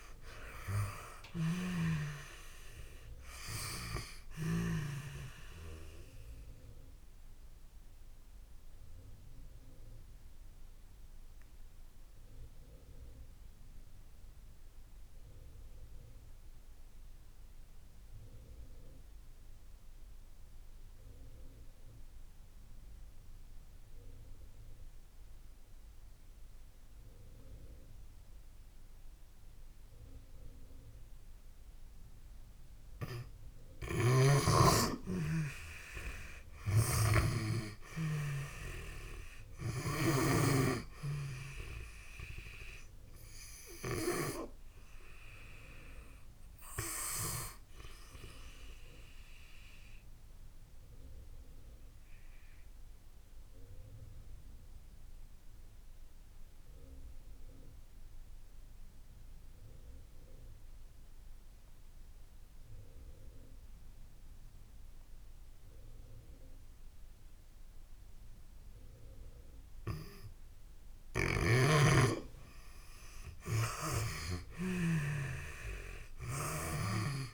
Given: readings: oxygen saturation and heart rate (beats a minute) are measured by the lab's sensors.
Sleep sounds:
breathing in sleep by a room microphone; 2
0.00-30.50 s: oxygen desaturation (device-marked, oxygen 75% lowest)
1.00-4.50 s: snoring (device-marked)
5.00-30.00 s: obstructive apnea (oxygen 97% before, 75% lowest)
33.50-40.00 s: snoring (device-marked)
34.00-38.00 s: arousal
45.50-68.50 s: oxygen desaturation (device-marked, oxygen 96% before, 83% lowest)
48.50-70.00 s: obstructive apnea (oxygen 97% before, 83% lowest)
70.50-77.34 s: snoring (device-marked)
73.50-77.34 s: arousal
From the record:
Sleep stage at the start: N2 (light sleep); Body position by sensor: on the back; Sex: female

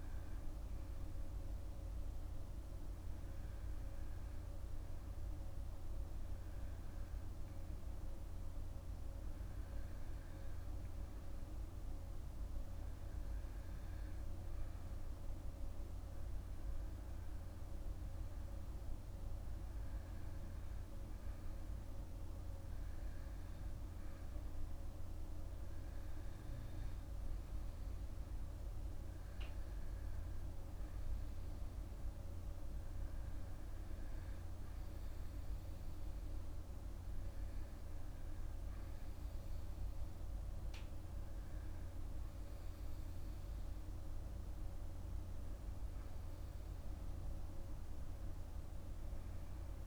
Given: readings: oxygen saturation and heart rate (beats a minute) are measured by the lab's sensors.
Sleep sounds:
breathing in sleep, hard to hear, by a room microphone; none
none scored
From the record:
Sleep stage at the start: REM sleep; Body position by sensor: on the back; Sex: male

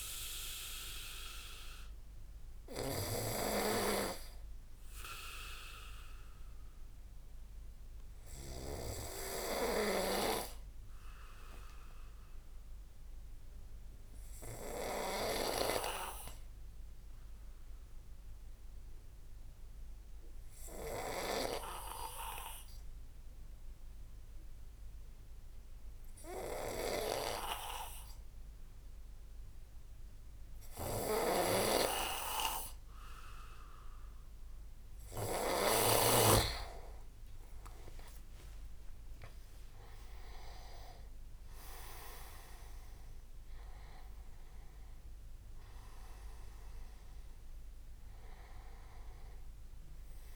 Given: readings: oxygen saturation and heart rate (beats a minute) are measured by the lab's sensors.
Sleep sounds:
breathing in sleep by a room microphone; 1
0.00-15.00 s: oxygen desaturation (device-marked, oxygen 87% lowest)
1.50-33.50 s: obstructive apnea (oxygen 98% before, 87% lowest)
31.00-36.50 s: snoring (device-marked)
32.00-50.36 s: oxygen desaturation (device-marked, oxygen 96% before, 90% lowest)
38.00-42.00 s: arousal
38.50-41.00 s: leg movement (device-marked)
From the record:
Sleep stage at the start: N2 (light sleep); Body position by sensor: on the back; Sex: male

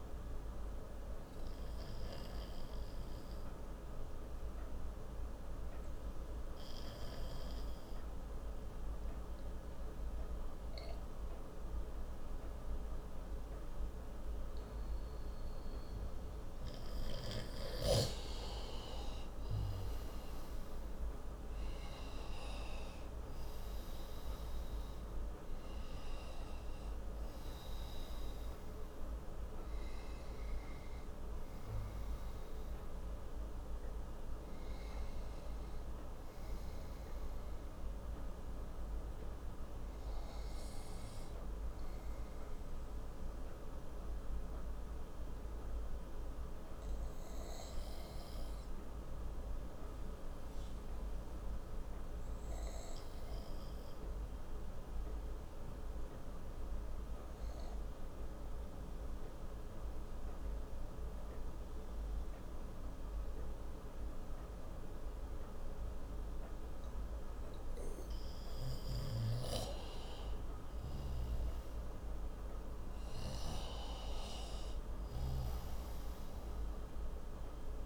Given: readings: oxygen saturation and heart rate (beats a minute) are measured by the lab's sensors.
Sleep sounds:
breathing in sleep, hard to hear, by a room microphone; 2
0.50-16.50 s: obstructive apnea (oxygen 96% before, 88% lowest)
2.50-13.50 s: oxygen desaturation (device-marked, oxygen 96% before, 92% lowest)
19.50-23.50 s: arousal
23.50-51.50 s: oxygen desaturation (device-marked, oxygen 94% before, 88% lowest)
44.50-65.50 s: obstructive apnea (oxygen 94% before, 90% lowest)
68.00-72.00 s: arousal
72.50-77.86 s: oxygen desaturation (device-marked, oxygen 97% before, 90% lowest)
From the record:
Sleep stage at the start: N2 (light sleep); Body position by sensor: on the right side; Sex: male

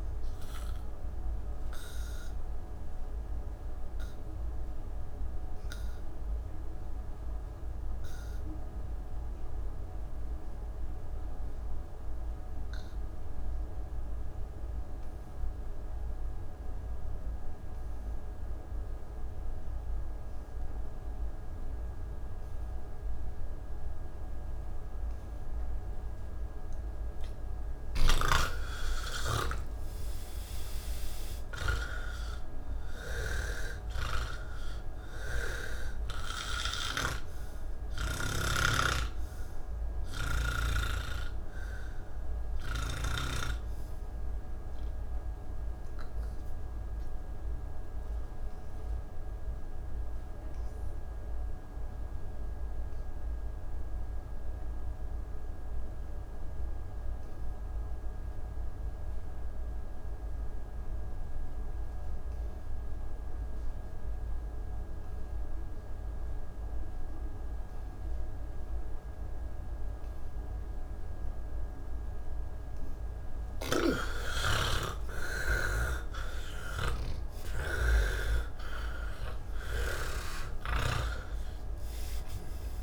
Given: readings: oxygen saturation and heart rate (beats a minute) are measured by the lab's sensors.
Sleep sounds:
breathing in sleep by a room microphone; 2
0.00-11.50 s: oxygen desaturation (device-marked, oxygen 84% lowest, heart rate 80 extreme)
1.00-25.00 s: obstructive apnea (oxygen 98% before, 81% lowest, heart rate 101 before, 93 extreme, up 43 after)
24.50-53.50 s: oxygen desaturation (device-marked, oxygen 99% before, 81% lowest, heart rate 112 before, 84 extreme)
28.00-41.00 s: snoring (device-marked)
47.50-74.00 s: obstructive apnea (oxygen 97% before, 79% lowest, heart rate 131 before, 56 extreme, up 46 after)
60.50-82.83 s: oxygen desaturation (device-marked, oxygen 98% before, 79% lowest, heart rate 165 before, 56 extreme)
73.50-81.50 s: snoring (device-marked)
From the record:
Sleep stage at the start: N1 (lightest sleep); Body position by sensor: on the back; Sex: male

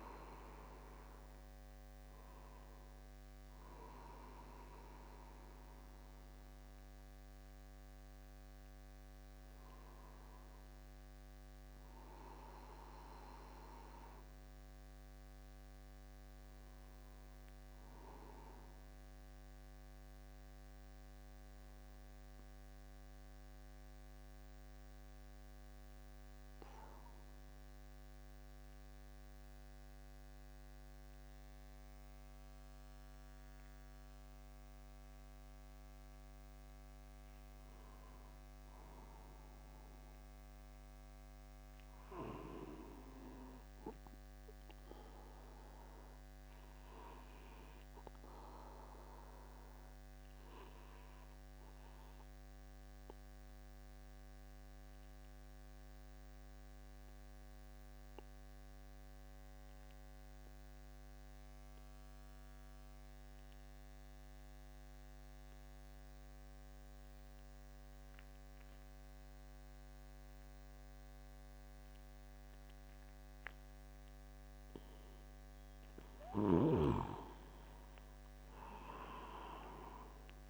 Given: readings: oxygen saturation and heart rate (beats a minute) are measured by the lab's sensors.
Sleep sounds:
breathing in sleep by a microphone on the trachea; 2
11.00-30.00 s: oxygen desaturation (device-marked, oxygen 95% before, 92% lowest, heart rate 50 before, 50 extreme)
15.50-19.00 s: arousal
23.00-37.00 s: mixed apnea (oxygen 96% before, 92% lowest, heart rate 50 before, 49 extreme, up 1 after)
39.50-43.00 s: arousal
51.00-76.00 s: obstructive apnea (oxygen 98% before, 93% lowest, heart rate 50 before, 50 extreme, up 26 after)
79.00-80.50 s: arousal
From the record:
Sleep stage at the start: N2 (light sleep); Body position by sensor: upright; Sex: male

